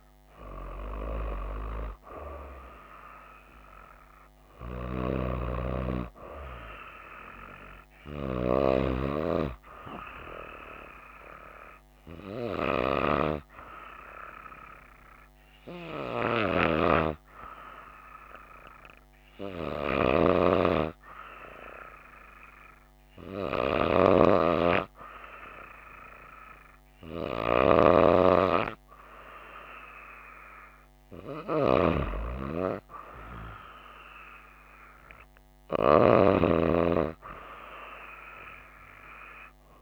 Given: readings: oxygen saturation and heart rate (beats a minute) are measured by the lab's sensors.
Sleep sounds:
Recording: breathing in sleep by a microphone on the trachea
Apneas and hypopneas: 1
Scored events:
0.50-4.50 s: arousal
10.00-23.50 s: hypopnea (oxygen 96% before, 94% lowest, heart rate 61 before, 57 extreme, up 7 after)
24.00-28.00 s: arousal
From the record:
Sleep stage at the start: N2 (light sleep)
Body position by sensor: on the right side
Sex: female

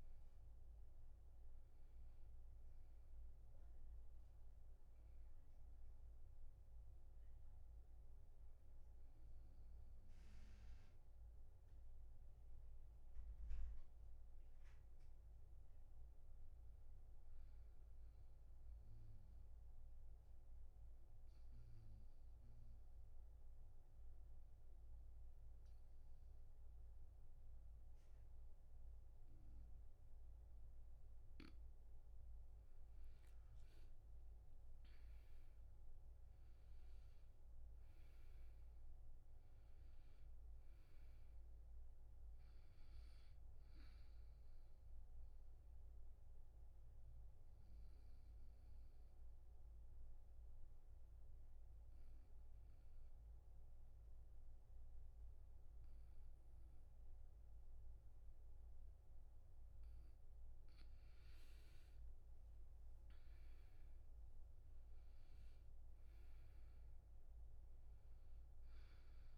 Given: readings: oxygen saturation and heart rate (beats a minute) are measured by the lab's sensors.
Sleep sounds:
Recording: breathing in sleep, hard to hear, by a room microphone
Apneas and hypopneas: 2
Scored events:
0.00-16.00 s: oxygen desaturation (device-marked, oxygen 85% lowest, heart rate 69 extreme)
14.00-16.50 s: arousal
19.00-32.50 s: obstructive apnea (oxygen 100% before, 88% lowest, heart rate 81 before, 70 extreme, up 15 after)
33.00-37.00 s: arousal
34.00-53.00 s: oxygen desaturation (device-marked, oxygen 98% before, 88% lowest, heart rate 74 before, 75 extreme)
44.50-59.50 s: obstructive apnea (oxygen 100% before, 85% lowest, heart rate 78 before, 75 extreme, up 9 after)
62.00-65.50 s: arousal
65.00-69.38 s: oxygen desaturation (device-marked, oxygen 99% before, 90% lowest, heart rate 78 before, 75 extreme)
From the record:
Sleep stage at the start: N2 (light sleep)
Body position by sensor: on the back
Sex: male

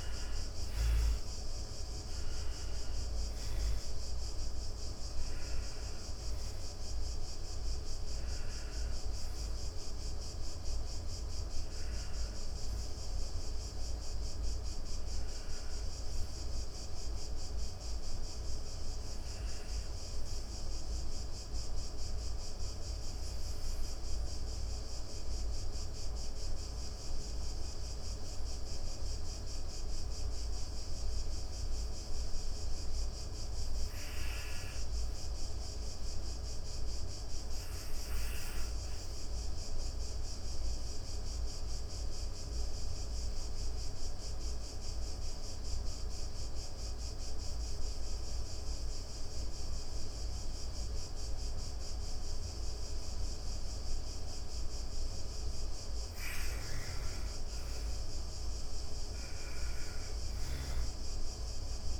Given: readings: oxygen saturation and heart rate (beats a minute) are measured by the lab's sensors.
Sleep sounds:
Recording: breathing in sleep, hard to hear, by a room microphone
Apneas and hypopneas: 1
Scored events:
0.00-1.50 s: arousal
0.00-17.00 s: oxygen desaturation (device-marked, oxygen 86% lowest)
15.50-54.50 s: obstructive apnea (oxygen 97% before, 85% lowest)
38.00-47.00 s: oxygen desaturation (device-marked, oxygen 99% before, 95% lowest)
55.00-62.00 s: oxygen desaturation (device-marked, oxygen 96% before, 87% lowest)
56.50-60.50 s: arousal
59.00-62.00 s: snoring (device-marked)
From the record:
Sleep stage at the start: N2 (light sleep)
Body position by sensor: on the back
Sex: female

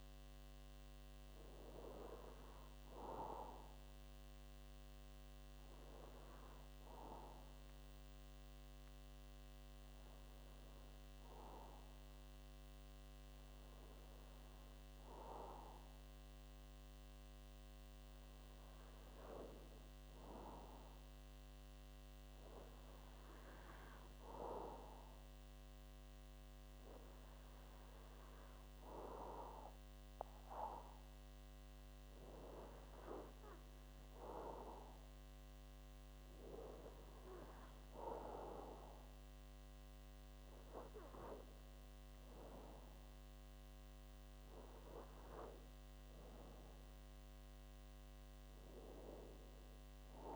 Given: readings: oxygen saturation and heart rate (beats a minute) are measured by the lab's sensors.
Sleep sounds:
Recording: breathing in sleep by a microphone on the trachea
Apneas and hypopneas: 1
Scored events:
0.00-2.00 s: arousal
5.50-19.00 s: hypopnea (oxygen 96% before, 93% lowest)
24.50-28.50 s: arousal
From the record:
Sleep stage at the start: N2 (light sleep)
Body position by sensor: on the back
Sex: male

